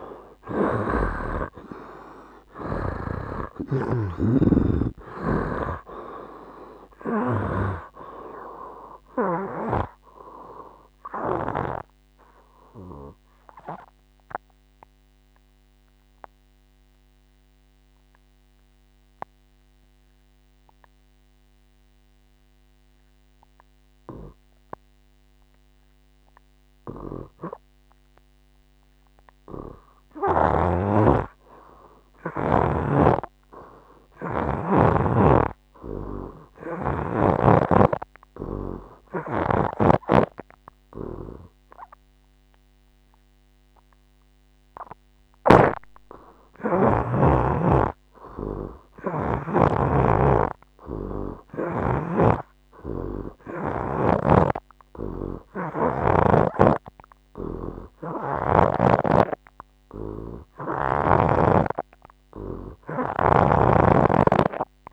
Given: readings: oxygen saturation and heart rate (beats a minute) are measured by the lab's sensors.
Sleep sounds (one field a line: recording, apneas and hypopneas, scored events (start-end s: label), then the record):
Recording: breathing in sleep by a microphone on the trachea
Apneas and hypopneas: 1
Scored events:
0.00-1.00 s: snoring (device-marked)
0.50-4.50 s: arousal
3.50-5.50 s: long interval between heartbeats (device-marked, heart rate 68 before, 86 extreme)
7.00-9.00 s: long interval between heartbeats (device-marked, heart rate 70 before, 99 extreme)
11.00-30.00 s: obstructive apnea (oxygen 84% before, 70% lowest, heart rate 76 before, 58 extreme, up 10 after)
18.50-32.50 s: oxygen desaturation (device-marked, oxygen 82% before, 70% lowest, heart rate 81 before, 58 extreme)
32.50-37.00 s: arousal
33.00-37.50 s: snoring (device-marked)
36.50-64.50 s: oxygen desaturation (device-marked, oxygen 97% before, 74% lowest, heart rate 62 before, 63 extreme)
39.50-49.50 s: snoring (device-marked)
From the record:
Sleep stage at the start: N2 (light sleep)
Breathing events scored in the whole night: 353 in 4.3 hours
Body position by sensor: on the right side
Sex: male